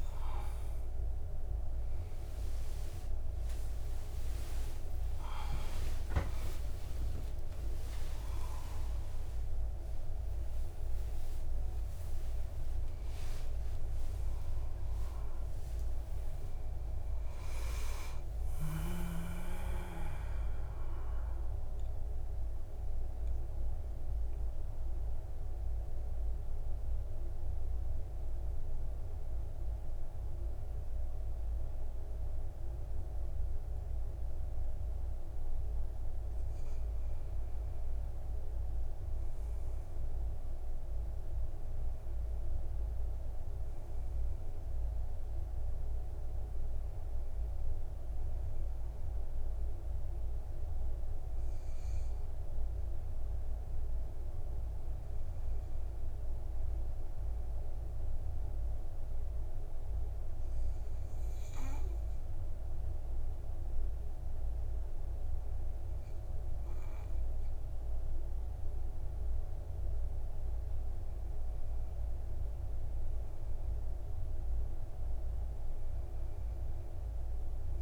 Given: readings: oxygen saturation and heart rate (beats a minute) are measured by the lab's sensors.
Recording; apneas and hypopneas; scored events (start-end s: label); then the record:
a person partly awake in a sleep study, hard to hear, by a room microphone; 2
0.00-1.00 s: oxygen desaturation (device-marked, oxygen 91% lowest, heart rate 57 extreme)
12.50-14.50 s: long interval between heartbeats (device-marked, heart rate 104 before, 116 extreme)
17.50-19.50 s: long interval between heartbeats (device-marked, heart rate 116 before, 98 extreme)
24.00-54.00 s: new sleep stage, N1 (lightest sleep)
25.00-36.50 s: central apnea (oxygen 99% before, 95% lowest, heart rate 114 before, 49 extreme, up 4 after)
40.00-43.50 s: arousal
45.00-62.00 s: oxygen desaturation (device-marked, oxygen 100% before, 95% lowest, heart rate 65 before, 49 extreme)
54.00-77.82 s: new sleep stage, N2 (light sleep)
58.50-71.00 s: obstructive apnea (oxygen 100% before, 93% lowest, heart rate 54 before, 54 extreme, up 11 after)
From the record:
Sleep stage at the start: awake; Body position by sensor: on the back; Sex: male